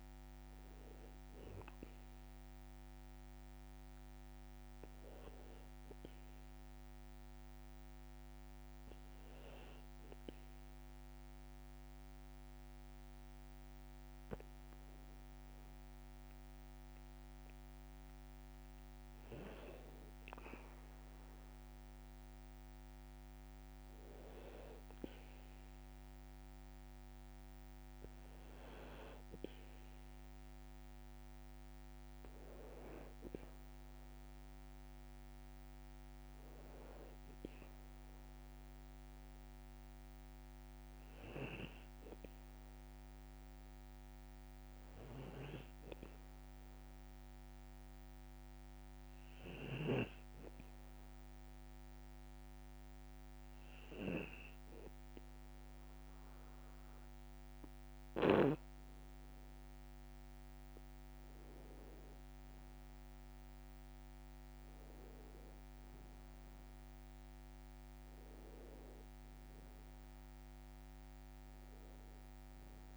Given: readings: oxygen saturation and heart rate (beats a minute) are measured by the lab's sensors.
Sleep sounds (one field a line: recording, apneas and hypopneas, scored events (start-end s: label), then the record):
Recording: breathing in sleep by a microphone on the trachea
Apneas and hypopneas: 2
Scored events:
6.50-18.00 s: hypopnea (oxygen 97% before, 96% lowest, heart rate 55 before, 54 extreme, up 6 after)
21.50-25.00 s: arousal
47.00-59.50 s: obstructive apnea (oxygen 98% before, 95% lowest, heart rate 56 before, 56 extreme, up 4 after)
62.00-67.00 s: arousal
From the record:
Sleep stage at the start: N2 (light sleep)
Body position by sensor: on the back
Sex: male